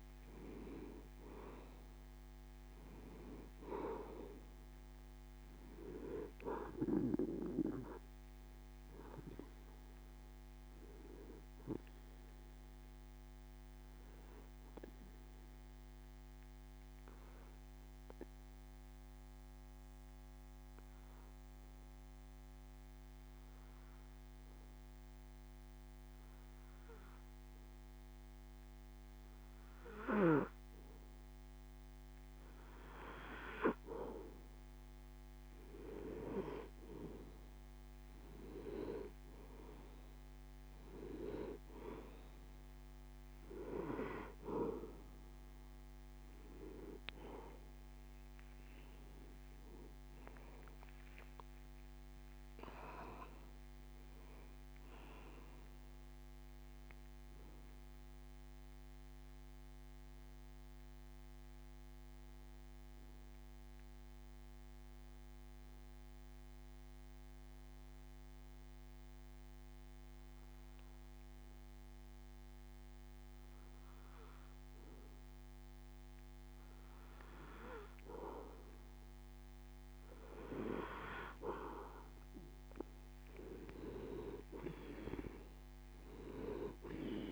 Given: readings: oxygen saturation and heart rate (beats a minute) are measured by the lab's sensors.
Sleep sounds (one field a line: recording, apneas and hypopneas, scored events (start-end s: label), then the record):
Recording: breathing in sleep by a microphone on the trachea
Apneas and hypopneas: 2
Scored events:
0.00-1.00 s: arousal
2.50-21.50 s: oxygen desaturation (device-marked, oxygen 97% before, 93% lowest)
16.50-32.50 s: obstructive apnea (oxygen 97% before, 92% lowest)
33.50-37.50 s: arousal
37.50-51.50 s: oxygen desaturation (device-marked, oxygen 96% before, 92% lowest)
50.50-54.50 s: arousal
59.00-76.00 s: obstructive apnea (oxygen 96% before, 93% lowest)
80.00-84.50 s: arousal
84.50-87.32 s: oxygen desaturation (device-marked, oxygen 97% before, 93% lowest)
From the record:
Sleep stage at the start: N2 (light sleep)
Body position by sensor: on the back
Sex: male